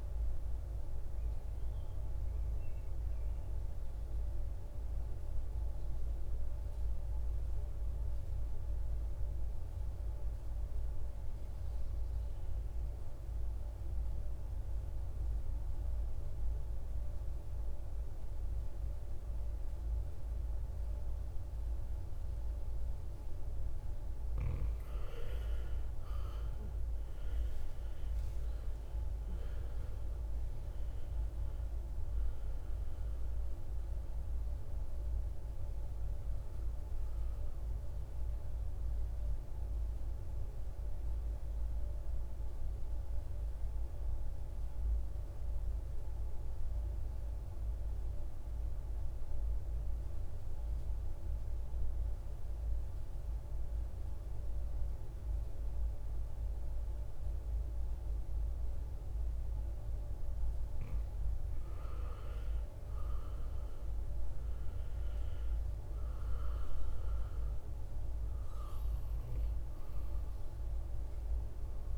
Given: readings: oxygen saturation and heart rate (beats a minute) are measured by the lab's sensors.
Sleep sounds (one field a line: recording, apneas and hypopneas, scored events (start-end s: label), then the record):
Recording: breathing in sleep, hard to hear, by a room microphone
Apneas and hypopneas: 2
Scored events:
0.00-10.00 s: oxygen desaturation (device-marked, oxygen 91% lowest, heart rate 51 extreme)
0.50-22.00 s: mixed apnea (oxygen 98% before, 91% lowest, heart rate 60 before, 51 extreme, up 17 after)
25.00-29.50 s: arousal
25.00-49.00 s: oxygen desaturation (device-marked, oxygen 98% before, 91% lowest, heart rate 54 before, 52 extreme)
39.00-59.00 s: mixed apnea (oxygen 98% before, 90% lowest, heart rate 63 before, 53 extreme, up 11 after)
61.00-65.00 s: arousal
65.00-71.98 s: oxygen desaturation (device-marked, oxygen 98% before, 91% lowest, heart rate 55 before, 55 extreme)
From the record:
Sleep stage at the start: N2 (light sleep)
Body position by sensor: on the right side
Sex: male